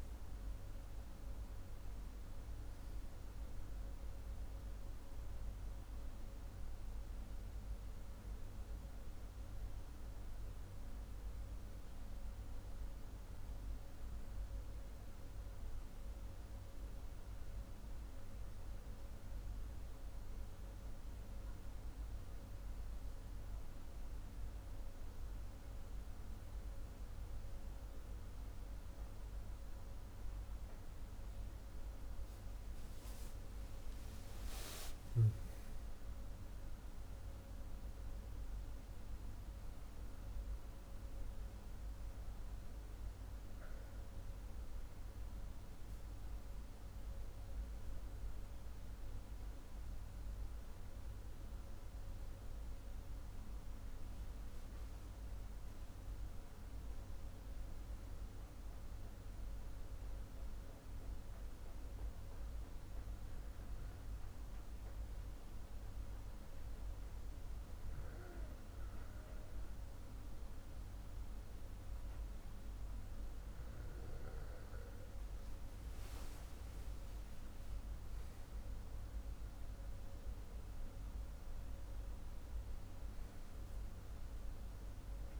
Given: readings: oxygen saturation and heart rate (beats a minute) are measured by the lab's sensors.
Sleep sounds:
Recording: breathing in sleep, hard to hear, by a room microphone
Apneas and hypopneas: 1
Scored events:
33.50-38.50 s: arousal
58.50-74.50 s: hypopnea (oxygen 97% before, 95% lowest, heart rate 50 before, 44 extreme, up 7 after)
76.50-79.50 s: arousal
From the record:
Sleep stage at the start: N2 (light sleep)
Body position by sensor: on the back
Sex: male

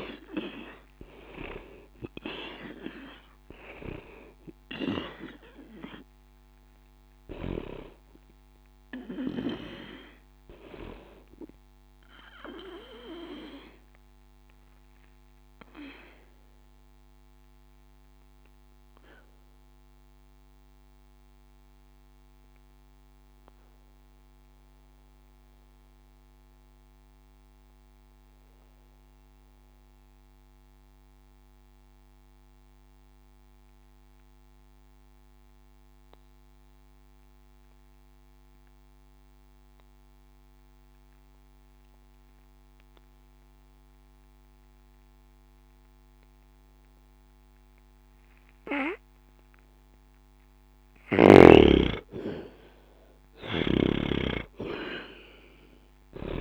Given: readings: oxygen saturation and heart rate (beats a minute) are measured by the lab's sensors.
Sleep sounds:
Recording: breathing in sleep by a microphone on the trachea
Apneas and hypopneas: 1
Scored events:
0.00-34.50 s: oxygen desaturation (device-marked, oxygen 78% lowest, heart rate 60 extreme)
12.50-52.00 s: obstructive apnea (oxygen 97% before, 78% lowest, heart rate 69 before, 60 extreme, up 0 after)
52.50-56.41 s: oxygen desaturation (device-marked, oxygen 99% before, 80% lowest, heart rate 60 before, 60 extreme)
53.50-56.41 s: snoring (device-marked)
55.00-56.41 s: arousal
From the record:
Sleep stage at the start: N2 (light sleep)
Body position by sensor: on the back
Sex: male

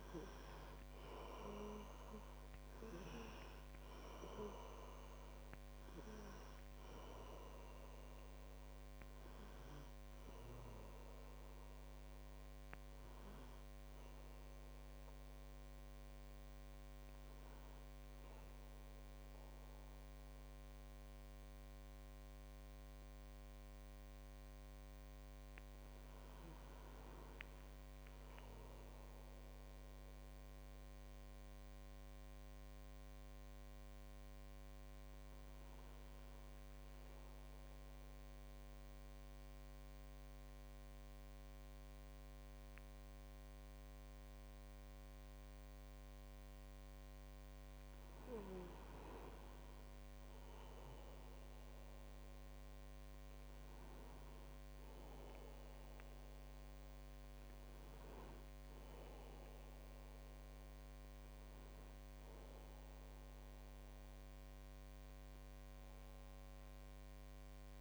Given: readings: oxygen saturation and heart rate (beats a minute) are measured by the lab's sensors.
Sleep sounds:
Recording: a person partly awake in a sleep study, by a microphone on the trachea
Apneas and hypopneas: 1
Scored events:
0.00-17.50 s: oxygen desaturation (device-marked, oxygen 94% lowest, heart rate 51 extreme)
20.50-67.81 s: new sleep stage, N1 (lightest sleep)
37.00-48.50 s: obstructive apnea (oxygen 99% before, 96% lowest, heart rate 56 before, 45 extreme, up 10 after)
51.00-55.00 s: arousal
From the record:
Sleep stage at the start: awake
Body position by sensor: on the back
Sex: male

